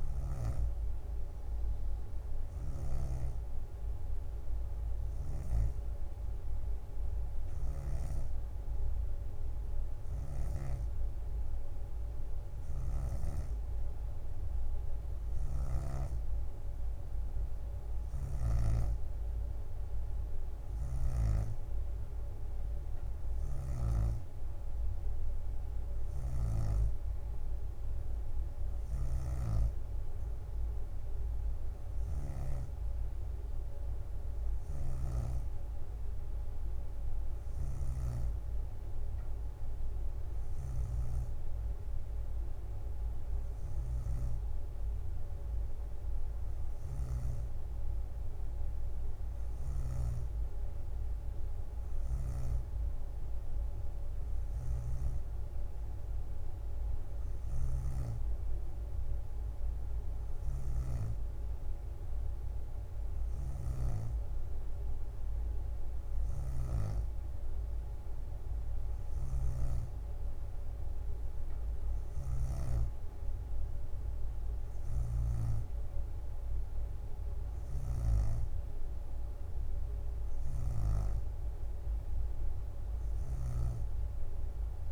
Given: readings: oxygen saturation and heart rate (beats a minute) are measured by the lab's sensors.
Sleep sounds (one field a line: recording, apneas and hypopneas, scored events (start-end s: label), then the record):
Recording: breathing in sleep by a room microphone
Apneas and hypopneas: none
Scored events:
8.50-10.50 s: bradycardia (device-marked, heart rate 62 before, 62 extreme)
34.50-35.50 s: leg movement (device-marked)
40.50-43.50 s: bradycardia (device-marked, heart rate 62 before, 60 extreme)
44.50-48.50 s: bradycardia (device-marked, heart rate 62 before, 59 extreme)
55.50-57.50 s: bradycardia (device-marked, heart rate 62 before, 63 extreme)
63.50-73.00 s: snoring (device-marked)
68.00-70.00 s: leg movement (device-marked)
69.50-71.50 s: bradycardia (device-marked, heart rate 62 before, 62 extreme)
77.50-78.50 s: leg movement (device-marked)
From the record:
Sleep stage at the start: N2 (light sleep)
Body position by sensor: on the back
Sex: female